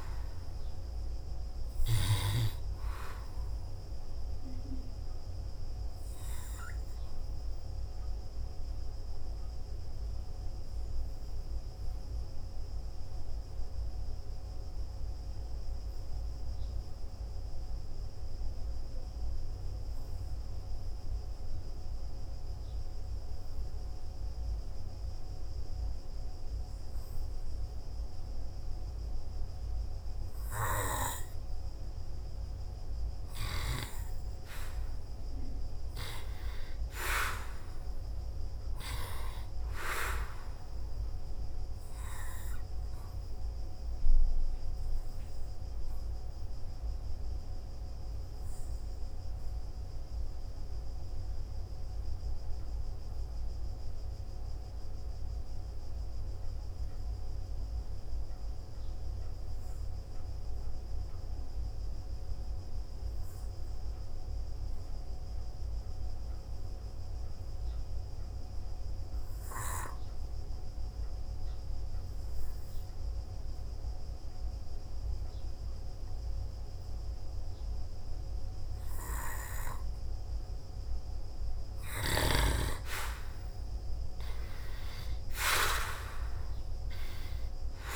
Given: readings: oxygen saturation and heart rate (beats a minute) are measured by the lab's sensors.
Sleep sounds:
breathing in sleep by a room microphone; 2
4.50-32.00 s: hypopnea (oxygen 97% before, 82% lowest, heart rate 54 before, 53 extreme, up 1 after)
13.00-29.00 s: oxygen desaturation (device-marked, oxygen 95% before, 82% lowest, heart rate 59 before, 53 extreme)
35.00-39.00 s: arousal
48.50-79.00 s: hypopnea (oxygen 97% before, 86% lowest, heart rate 56 before, 50 extreme, up 6 after)
58.00-75.00 s: oxygen desaturation (device-marked, oxygen 95% before, 86% lowest, heart rate 57 before, 50 extreme)
84.00-87.96 s: arousal
From the record:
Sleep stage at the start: N2 (light sleep); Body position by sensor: on the back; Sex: male

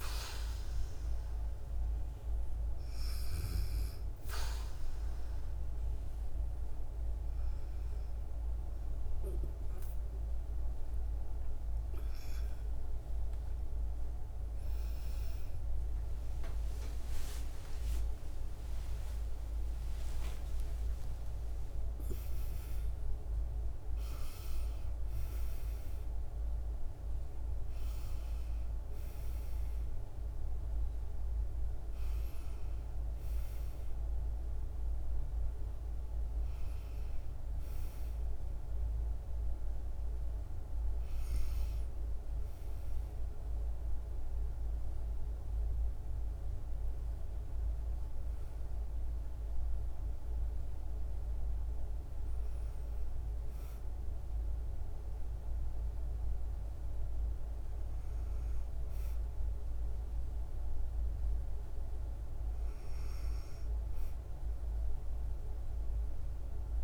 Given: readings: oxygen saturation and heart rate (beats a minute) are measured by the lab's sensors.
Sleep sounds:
breathing in sleep, hard to hear, by a room microphone; none
0.00-4.50 s: oxygen desaturation (device-marked, oxygen 92% lowest, heart rate 62 extreme)
15.50-21.50 s: arousal
15.50-66.84 s: new sleep stage, N1 (lightest sleep)
From the record:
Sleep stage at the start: N2 (light sleep); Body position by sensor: on the back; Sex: female

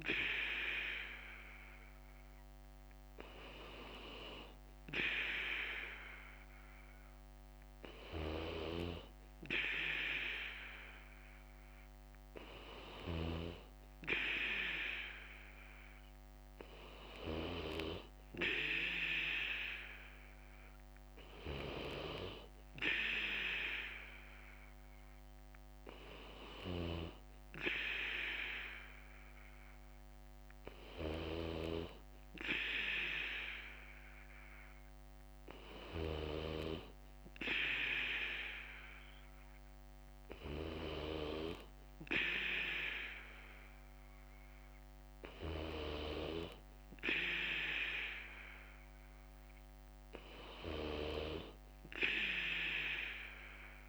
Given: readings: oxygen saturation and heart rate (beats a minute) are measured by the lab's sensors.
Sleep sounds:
breathing in sleep by a microphone on the trachea; none
0.00-1.00 s: bradycardia (device-marked, heart rate 56 extreme)
8.00-10.00 s: bradycardia (device-marked, heart rate 58 before, 60 extreme)
25.00-28.00 s: bradycardia (device-marked, heart rate 58 before, 60 extreme)
44.00-48.00 s: bradycardia (device-marked, heart rate 58 before, 59 extreme)
49.00-52.00 s: bradycardia (device-marked, heart rate 58 before, 59 extreme)
From the record:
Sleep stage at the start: N2 (light sleep); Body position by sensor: on the back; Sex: male

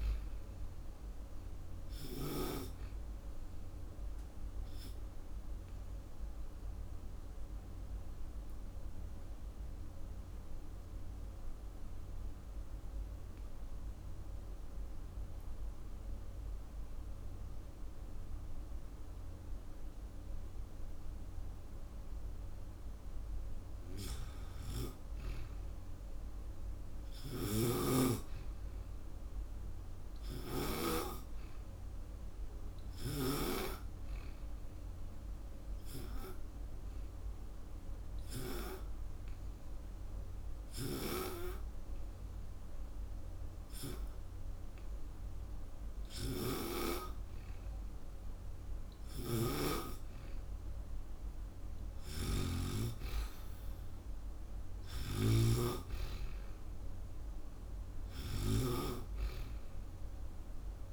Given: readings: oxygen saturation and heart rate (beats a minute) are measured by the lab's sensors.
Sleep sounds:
breathing in sleep by a room microphone; 2
6.00-23.50 s: obstructive apnea (oxygen 96% before, 91% lowest)
17.00-28.00 s: oxygen desaturation (device-marked, oxygen 95% before, 91% lowest)
25.50-28.00 s: arousal
27.00-30.50 s: snoring (device-marked)
34.50-48.50 s: obstructive apnea (oxygen 98% before, 92% lowest)
36.00-51.00 s: oxygen desaturation (device-marked, oxygen 98% before, 92% lowest)
46.00-49.50 s: snoring (device-marked)
51.50-55.50 s: arousal
51.50-60.93 s: snoring (device-marked)
From the record:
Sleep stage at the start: N2 (light sleep); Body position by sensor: on the back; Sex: female

